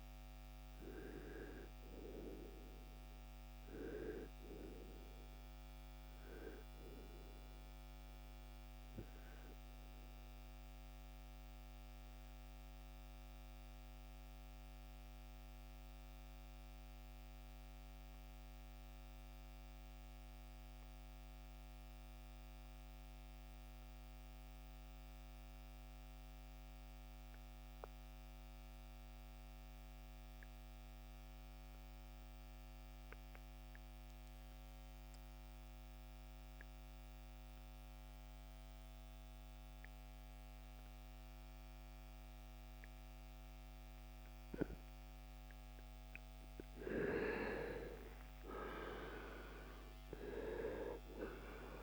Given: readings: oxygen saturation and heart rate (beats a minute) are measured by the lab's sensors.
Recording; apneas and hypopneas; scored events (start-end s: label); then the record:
breathing in sleep by a microphone on the trachea; 1
1.00-38.00 s: oxygen desaturation (device-marked, oxygen 96% before, 83% lowest, heart rate 69 before, 41 extreme)
10.50-45.00 s: obstructive apnea (oxygen 97% before, 81% lowest, heart rate 76 before, 41 extreme, up 26 after)
46.50-51.83 s: arousal
From the record:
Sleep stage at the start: REM sleep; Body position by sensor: on the right side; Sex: male